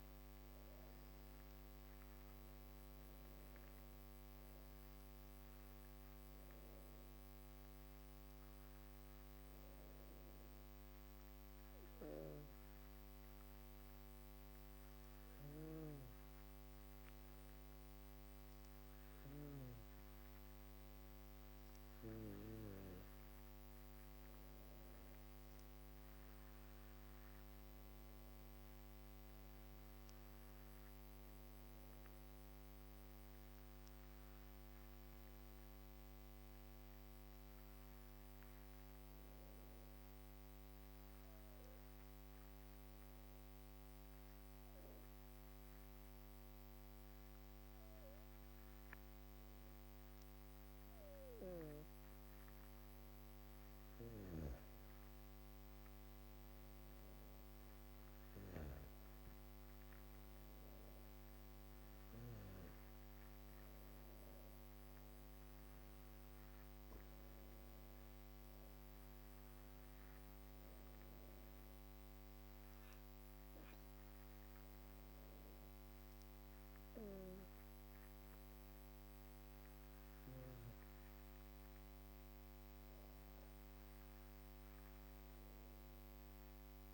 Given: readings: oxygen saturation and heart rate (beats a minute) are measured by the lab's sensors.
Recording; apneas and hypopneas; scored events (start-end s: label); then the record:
breathing in sleep, hard to hear, by a microphone on the trachea; 2
7.50-22.00 s: hypopnea (oxygen 98% before, 96% lowest, heart rate 62 before, 51 extreme, up 1 after)
23.50-28.00 s: arousal
39.00-52.00 s: hypopnea (oxygen 99% before, 96% lowest, heart rate 56 before, 51 extreme, up 14 after)
54.00-57.50 s: arousal
From the record:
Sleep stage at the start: N2 (light sleep); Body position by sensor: on the back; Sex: female